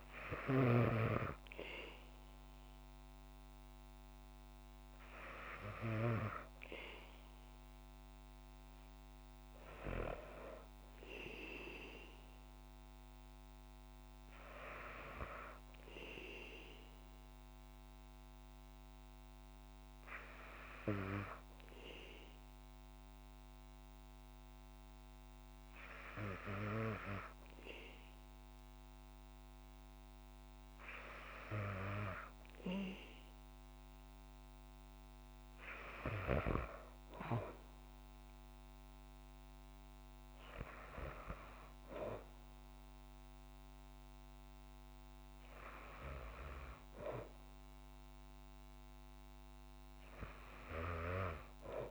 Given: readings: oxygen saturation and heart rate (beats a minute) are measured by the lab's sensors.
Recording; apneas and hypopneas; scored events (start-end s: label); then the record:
breathing in sleep by a microphone on the trachea; none
none scored
From the record:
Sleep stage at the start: N2 (light sleep); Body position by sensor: on the back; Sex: female